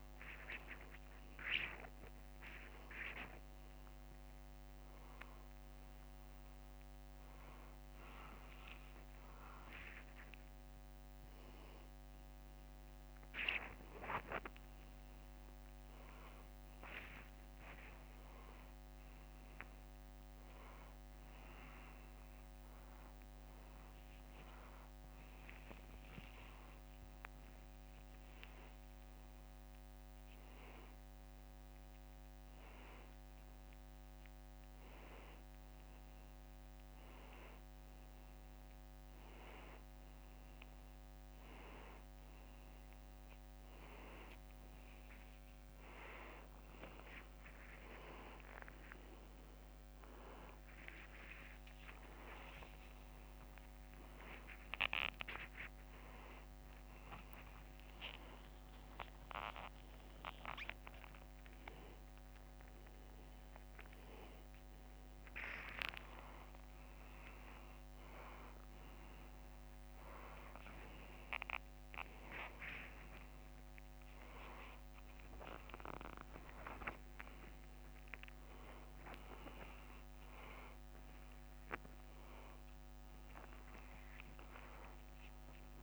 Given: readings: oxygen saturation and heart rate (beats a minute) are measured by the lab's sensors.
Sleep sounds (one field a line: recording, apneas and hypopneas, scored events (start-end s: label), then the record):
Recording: a person awake in a sleep study, by a microphone on the trachea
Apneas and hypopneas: none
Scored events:
26.00-28.00 s: long interval between heartbeats (device-marked, heart rate 91 before, 97 extreme)
34.50-36.50 s: long interval between heartbeats (device-marked, heart rate 93 before, 88 extreme)
41.50-45.50 s: drop in pulse transit time (device-marked, heart rate 93 before, 89 extreme)
47.50-55.50 s: oxygen desaturation (device-marked, oxygen 94% before, 91% lowest, heart rate 91 before, 90 extreme)
56.50-68.50 s: drop in pulse transit time (device-marked, heart rate 89 before, 90 extreme)
63.50-69.50 s: tachycardia (device-marked, heart rate 90 before, 119 extreme)
79.50-85.83 s: drop in pulse transit time (device-marked, heart rate 100 before, 93 extreme)
84.50-85.83 s: tachycardia (device-marked, heart rate 91 before, 103 extreme)
From the record:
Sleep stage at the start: awake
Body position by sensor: upright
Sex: male